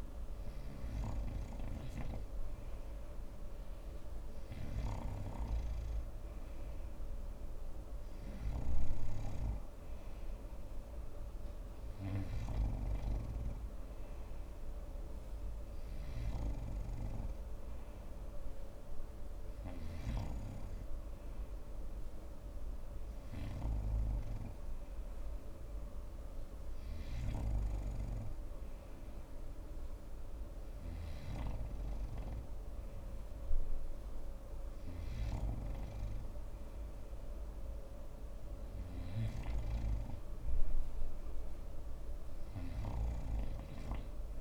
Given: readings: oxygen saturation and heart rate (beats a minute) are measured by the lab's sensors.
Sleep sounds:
breathing in sleep by a room microphone; none
9.00-13.50 s: snoring (device-marked)
From the record:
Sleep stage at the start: N3 (deep sleep); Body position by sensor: on the front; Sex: male

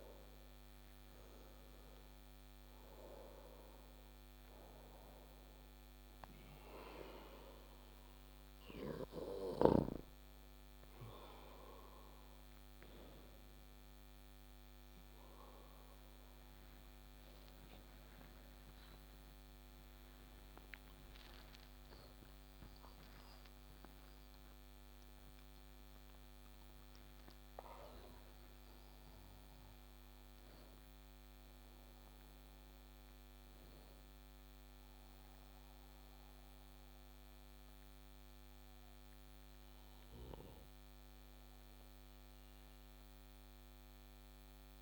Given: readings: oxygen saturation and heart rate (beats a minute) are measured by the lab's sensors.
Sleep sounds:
breathing in sleep by a microphone on the trachea; none
0.00-18.50 s: oxygen desaturation (device-marked, oxygen 92% lowest)
20.50-44.82 s: oxygen desaturation (device-marked, oxygen 94% before, 89% lowest)
22.50-27.50 s: arousal
From the record:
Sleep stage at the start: N2 (light sleep); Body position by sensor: on the back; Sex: male

